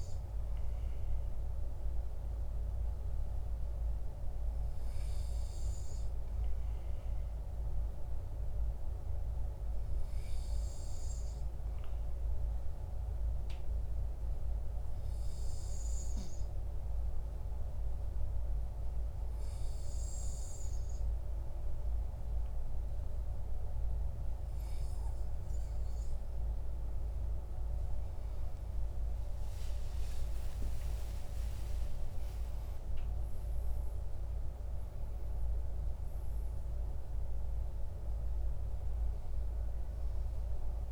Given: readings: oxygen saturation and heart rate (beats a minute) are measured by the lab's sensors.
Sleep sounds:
breathing in sleep, hard to hear, by a room microphone; 1
9.50-26.50 s: obstructive apnea (oxygen 97% before, 94% lowest, heart rate 50 before, 45 extreme, up 57 after)
28.00-33.00 s: arousal
From the record:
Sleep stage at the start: N2 (light sleep); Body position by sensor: on the back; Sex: male

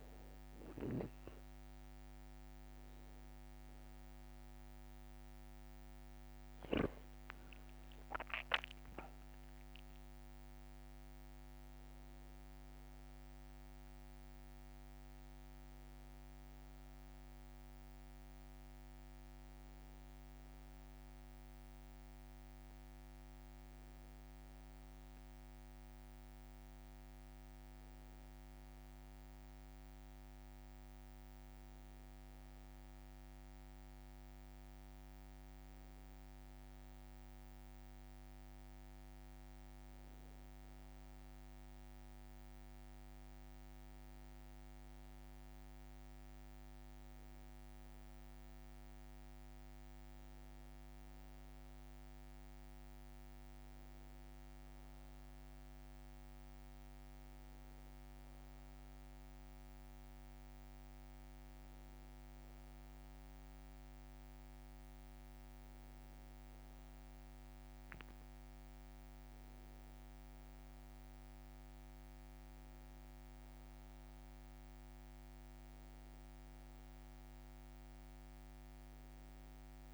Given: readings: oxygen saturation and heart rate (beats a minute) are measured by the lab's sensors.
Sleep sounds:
breathing in sleep, hard to hear, by a microphone on the trachea; none
6.00-10.50 s: arousal
26.50-79.94 s: new sleep stage, N2 (light sleep)
72.50-77.00 s: arousal
From the record:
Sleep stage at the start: N1 (lightest sleep); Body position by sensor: on the back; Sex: male

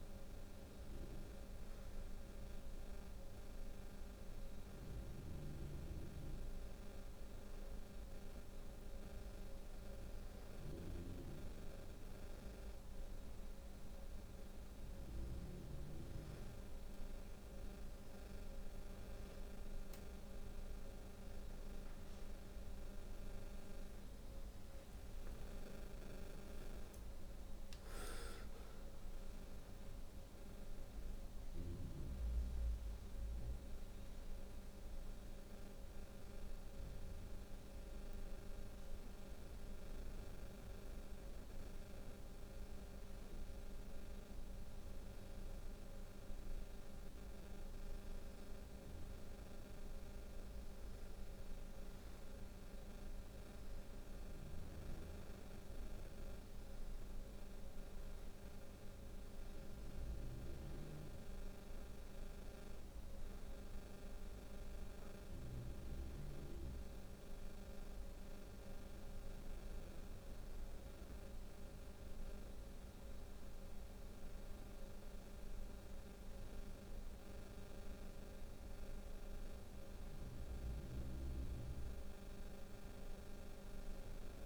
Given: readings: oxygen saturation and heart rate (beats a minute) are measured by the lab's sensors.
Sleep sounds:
breathing in sleep, hard to hear, by a room microphone; 2
23.00-28.00 s: arousal
32.50-46.00 s: hypopnea (oxygen 91% before, 89% lowest, heart rate 86 before, 66 extreme, up 2 after)
49.50-54.00 s: arousal
61.50-73.00 s: hypopnea (oxygen 95% before, 89% lowest, heart rate 68 before, 68 extreme, up 10 after)
65.50-78.50 s: oxygen desaturation (device-marked, oxygen 95% before, 89% lowest, heart rate 68 before, 68 extreme)
80.50-84.46 s: arousal
From the record:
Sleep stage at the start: N2 (light sleep); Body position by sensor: on the back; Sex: female

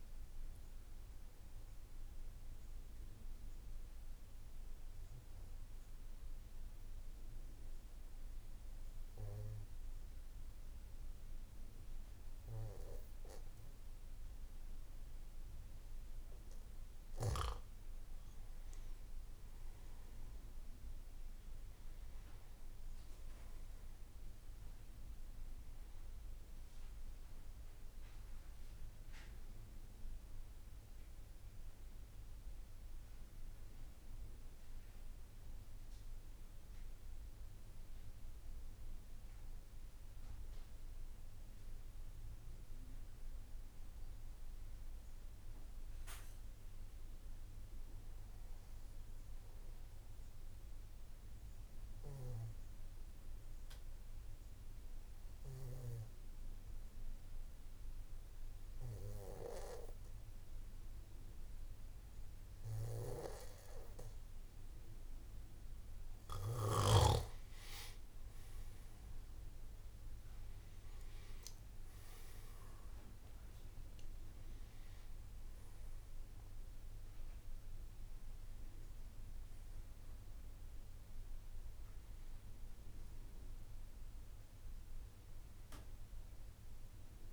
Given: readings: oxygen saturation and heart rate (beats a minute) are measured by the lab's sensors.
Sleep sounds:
breathing in sleep by a room microphone; 2
4.50-17.50 s: obstructive apnea (oxygen 97% before, 92% lowest, heart rate 55 before, 53 extreme, up 6 after)
24.00-45.00 s: oxygen desaturation (device-marked, oxygen 96% before, 92% lowest, heart rate 55 before, 53 extreme)
53.50-66.50 s: obstructive apnea (oxygen 97% before, 92% lowest, heart rate 56 before, 53 extreme, up 13 after)
67.00-83.00 s: oxygen desaturation (device-marked, oxygen 96% before, 92% lowest, heart rate 55 before, 58 extreme)
From the record:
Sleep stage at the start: N2 (light sleep); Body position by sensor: on the back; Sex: male

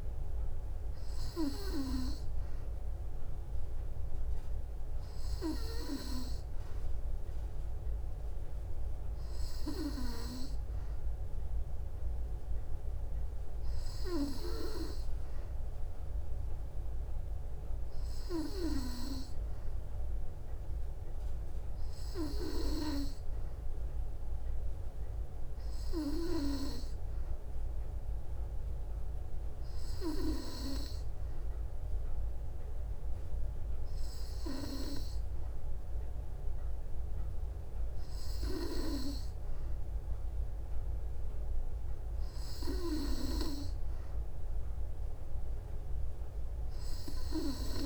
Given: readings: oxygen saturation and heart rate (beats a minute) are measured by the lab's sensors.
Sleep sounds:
breathing in sleep by a room microphone; none
none scored
From the record:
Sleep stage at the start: N2 (light sleep); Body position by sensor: on the back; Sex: female

